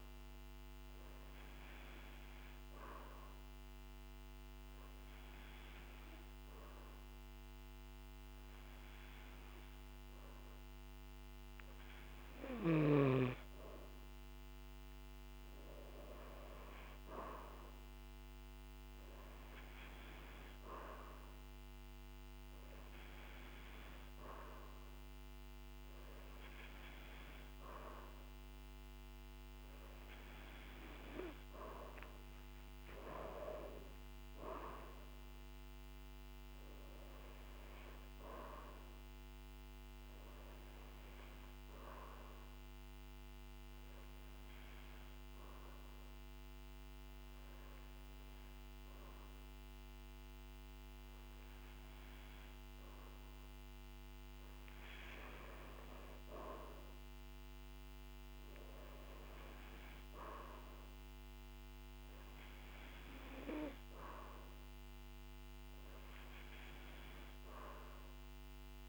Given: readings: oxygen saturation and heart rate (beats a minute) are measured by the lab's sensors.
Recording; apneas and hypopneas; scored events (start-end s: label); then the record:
breathing in sleep by a microphone on the trachea; none
none scored
From the record:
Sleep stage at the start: N2 (light sleep); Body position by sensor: on the back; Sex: male